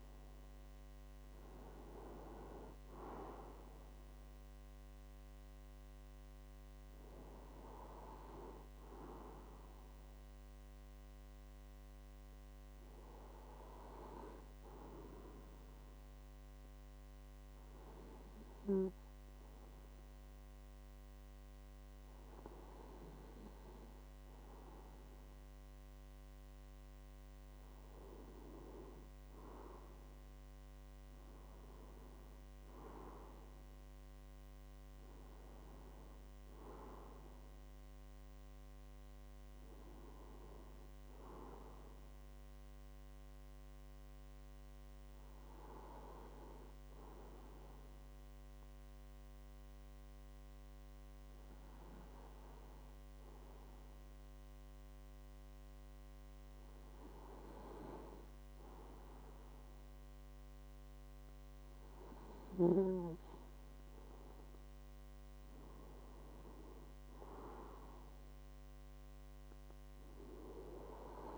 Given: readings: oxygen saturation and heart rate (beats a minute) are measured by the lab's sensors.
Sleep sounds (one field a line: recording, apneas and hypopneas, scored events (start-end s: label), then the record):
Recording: breathing in sleep by a microphone on the trachea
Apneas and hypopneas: 2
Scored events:
0.00-18.50 s: oxygen desaturation (device-marked, oxygen 92% lowest, heart rate 51 extreme)
15.50-27.00 s: obstructive apnea (oxygen 96% before, 93% lowest, heart rate 58 before, 49 extreme, up 8 after)
29.00-33.50 s: arousal
44.00-62.50 s: obstructive apnea (oxygen 99% before, 94% lowest, heart rate 56 before, 49 extreme, up 8 after)
64.50-69.00 s: arousal
From the record:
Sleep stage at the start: N2 (light sleep)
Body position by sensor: on the right side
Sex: male